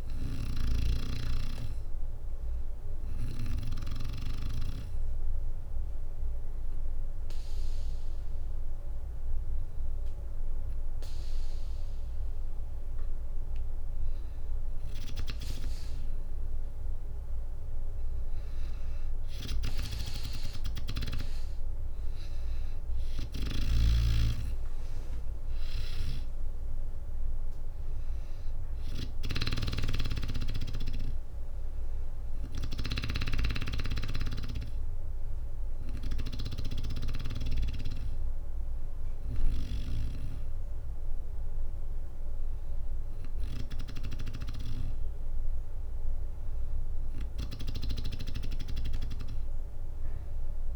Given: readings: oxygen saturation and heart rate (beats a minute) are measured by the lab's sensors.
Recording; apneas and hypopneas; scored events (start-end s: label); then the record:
breathing in sleep by a room microphone; 1
0.00-4.00 s: drop in pulse transit time (device-marked, heart rate 65 extreme)
3.50-14.50 s: hypopnea (oxygen 97% before, 94% lowest, heart rate 65 before, 61 extreme, up 4 after)
21.00-40.00 s: oxygen desaturation (device-marked, oxygen 97% before, 94% lowest, heart rate 63 before, 59 extreme)
22.50-32.50 s: snoring (device-marked)
24.50-29.00 s: arousal
27.00-39.00 s: drop in pulse transit time (device-marked, heart rate 63 before, 61 extreme)
37.00-39.00 s: bradycardia (device-marked, heart rate 63 before, 61 extreme)
From the record:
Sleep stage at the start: N2 (light sleep); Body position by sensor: on the back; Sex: female